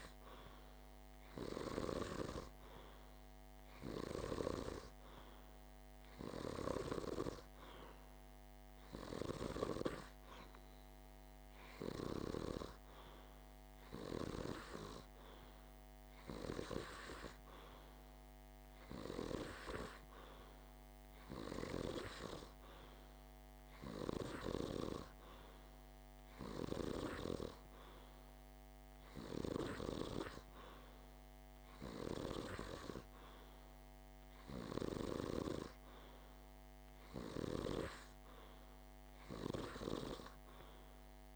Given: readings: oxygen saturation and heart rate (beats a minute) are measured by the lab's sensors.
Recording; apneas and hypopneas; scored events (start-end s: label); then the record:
breathing in sleep by a microphone on the trachea; none
none scored
From the record:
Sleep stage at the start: N2 (light sleep); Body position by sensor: on the back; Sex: male